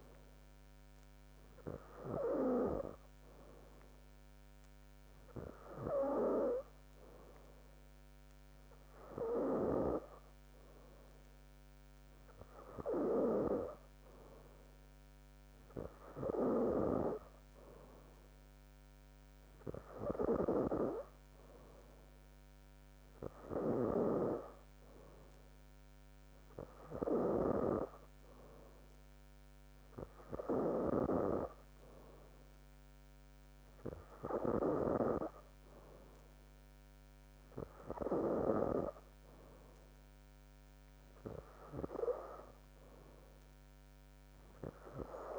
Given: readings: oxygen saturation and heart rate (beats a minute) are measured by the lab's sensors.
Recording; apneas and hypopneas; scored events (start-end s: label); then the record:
breathing in sleep by a microphone on the trachea; none
none scored
From the record:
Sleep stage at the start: N3 (deep sleep); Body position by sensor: on the back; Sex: female